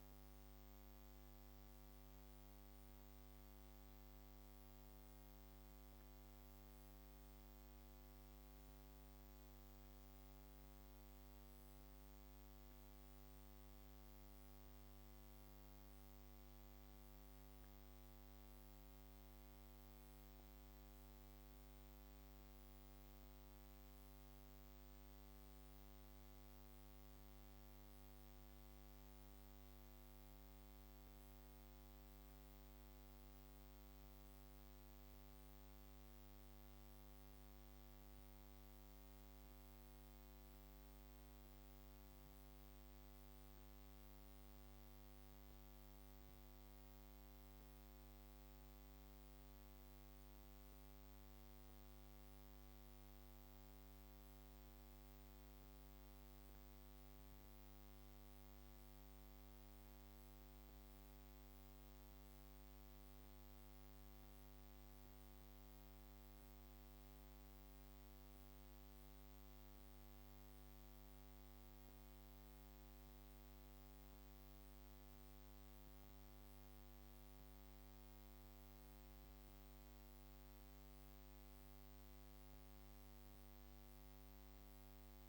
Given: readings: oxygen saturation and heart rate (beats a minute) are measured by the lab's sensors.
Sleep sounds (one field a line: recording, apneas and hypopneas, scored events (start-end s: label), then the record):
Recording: breathing in sleep, hard to hear, by a microphone on the trachea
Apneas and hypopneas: none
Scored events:
none scored
From the record:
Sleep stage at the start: N2 (light sleep)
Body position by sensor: on the back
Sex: female